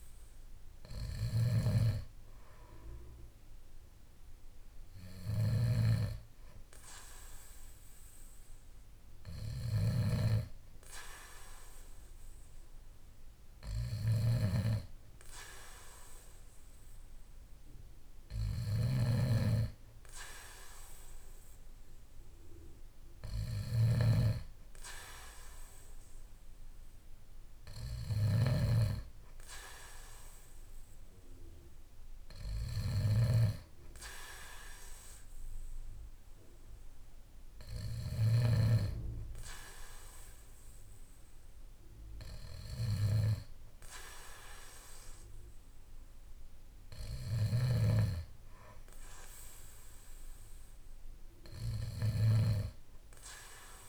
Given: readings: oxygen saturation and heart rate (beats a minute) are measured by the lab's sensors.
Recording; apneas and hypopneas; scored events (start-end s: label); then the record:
breathing in sleep by a room microphone; none
0.00-38.00 s: snoring (device-marked)
47.00-53.89 s: snoring (device-marked)
From the record:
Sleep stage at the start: N2 (light sleep); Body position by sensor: on the back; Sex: male